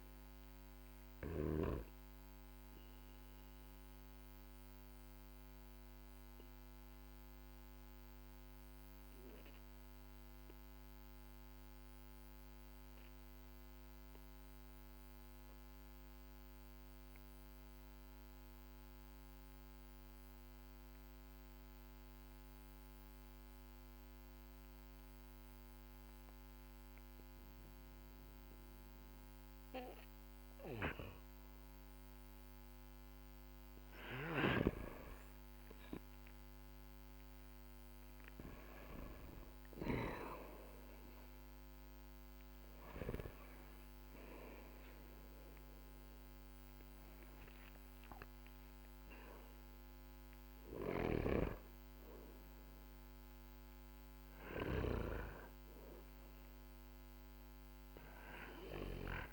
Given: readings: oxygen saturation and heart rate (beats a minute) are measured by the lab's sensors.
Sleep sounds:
breathing in sleep by a microphone on the trachea; 1
0.00-15.50 s: oxygen desaturation (device-marked, oxygen 92% lowest, heart rate 43 extreme)
2.50-33.00 s: mixed apnea (oxygen 97% before, 92% lowest, heart rate 50 before, 46 extreme, up 13 after)
34.50-39.00 s: arousal
37.50-59.33 s: oxygen desaturation (device-marked, oxygen 98% before, 93% lowest, heart rate 55 before, 46 extreme)
50.50-54.50 s: snoring (device-marked)
From the record:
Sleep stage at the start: N2 (light sleep); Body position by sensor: on the back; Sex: male

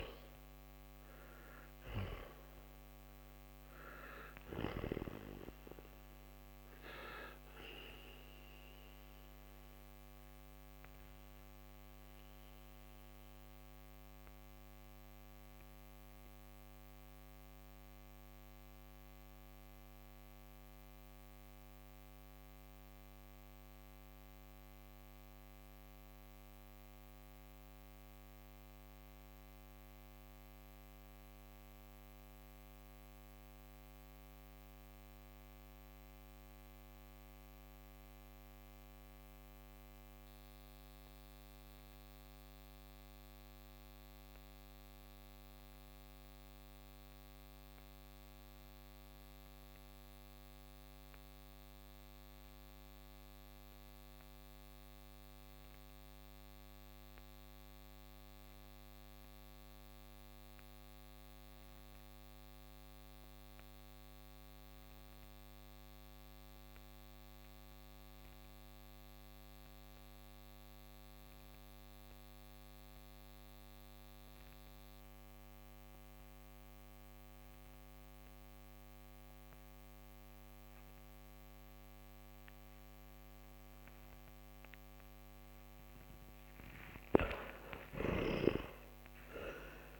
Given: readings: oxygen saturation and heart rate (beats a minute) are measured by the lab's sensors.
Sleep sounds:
breathing in sleep by a microphone on the trachea; 1
0.00-32.50 s: oxygen desaturation (device-marked, oxygen 87% lowest, heart rate 40 extreme)
6.50-85.50 s: mixed apnea (oxygen 97% before, 82% lowest, heart rate 74 before, 40 extreme, up 18 after)
67.50-86.50 s: oxygen desaturation (device-marked, oxygen 97% before, 92% lowest, heart rate 56 before, 48 extreme)
86.50-90.00 s: arousal
88.50-90.00 s: oxygen desaturation (device-marked, oxygen 94% before, 82% lowest, heart rate 50 before, 47 extreme)
From the record:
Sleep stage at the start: N2 (light sleep); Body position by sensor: on the back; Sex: male

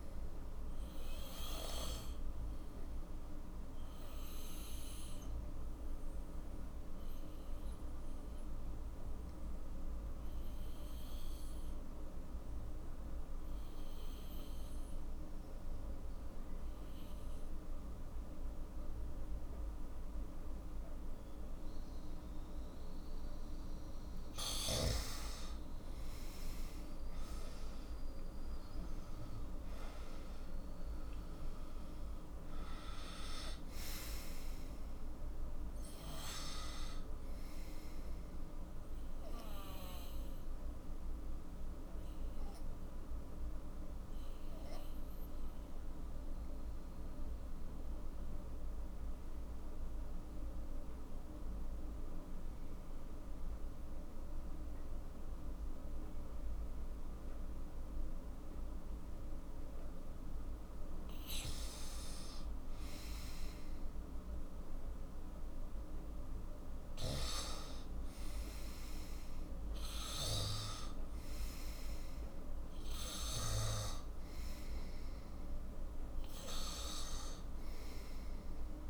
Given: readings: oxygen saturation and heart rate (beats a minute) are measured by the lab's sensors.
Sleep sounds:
breathing in sleep by a room microphone; 2
0.00-8.50 s: oxygen desaturation (device-marked, oxygen 89% lowest, heart rate 55 extreme)
4.00-24.00 s: obstructive apnea (oxygen 93% before, 89% lowest, heart rate 60 before, 47 extreme, up 8 after)
23.50-51.50 s: oxygen desaturation (device-marked, oxygen 97% before, 90% lowest, heart rate 56 before, 46 extreme)
25.50-29.50 s: arousal
44.50-60.50 s: obstructive apnea (oxygen 97% before, 90% lowest, heart rate 56 before, 46 extreme, up 12 after)
62.50-66.50 s: arousal
62.50-78.90 s: oxygen desaturation (device-marked, oxygen 98% before, 92% lowest, heart rate 48 before, 49 extreme)
From the record:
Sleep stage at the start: N2 (light sleep); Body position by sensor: on the back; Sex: male

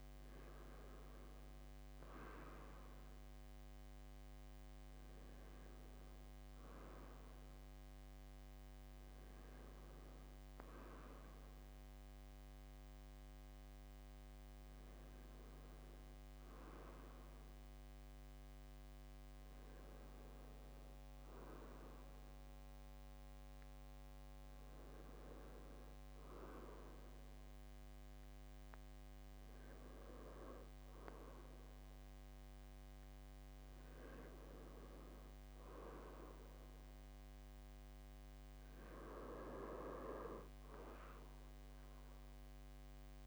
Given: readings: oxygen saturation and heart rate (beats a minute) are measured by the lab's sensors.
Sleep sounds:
breathing in sleep by a microphone on the trachea; none
none scored
From the record:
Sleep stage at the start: N2 (light sleep); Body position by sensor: upright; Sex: male

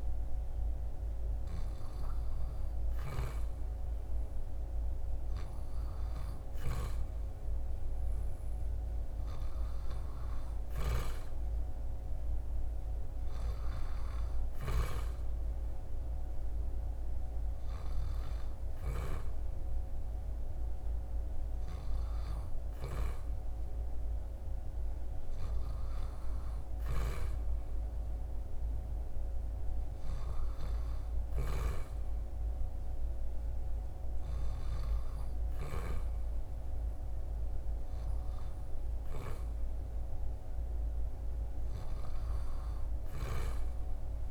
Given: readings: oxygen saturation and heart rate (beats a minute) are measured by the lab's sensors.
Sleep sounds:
breathing in sleep by a room microphone; none
10.00-14.50 s: snoring (device-marked)
From the record:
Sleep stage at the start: REM sleep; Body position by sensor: on the back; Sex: male

